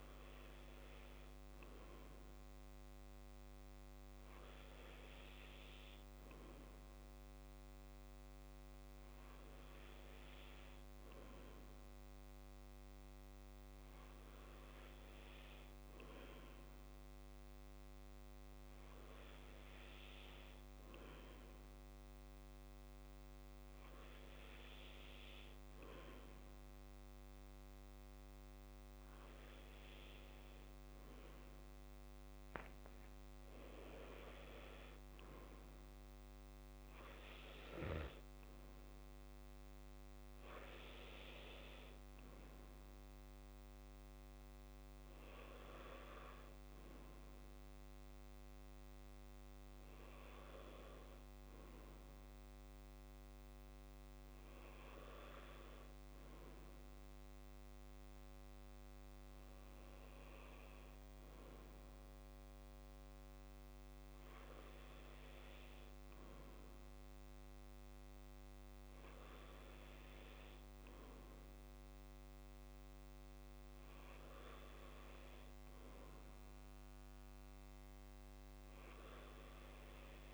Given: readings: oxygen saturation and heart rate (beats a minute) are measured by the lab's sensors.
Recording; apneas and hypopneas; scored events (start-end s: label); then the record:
breathing in sleep by a microphone on the trachea; none
none scored
From the record:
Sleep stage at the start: N2 (light sleep); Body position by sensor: on the back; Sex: male